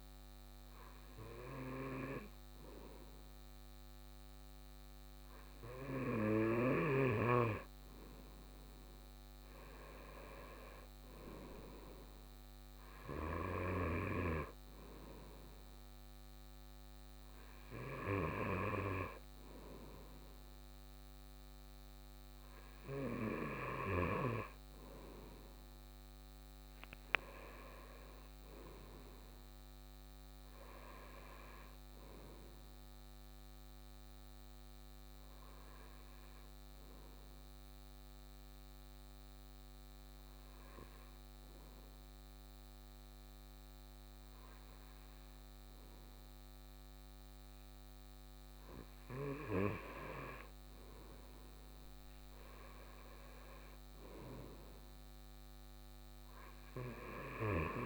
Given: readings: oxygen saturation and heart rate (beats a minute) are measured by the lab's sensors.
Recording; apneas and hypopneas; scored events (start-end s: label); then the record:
breathing in sleep by a microphone on the trachea; 1
35.00-48.50 s: hypopnea (oxygen 98% before, 96% lowest, heart rate 62 before, 55 extreme, up 11 after)
50.50-55.00 s: arousal
From the record:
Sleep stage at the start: N2 (light sleep); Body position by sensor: on the right side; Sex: male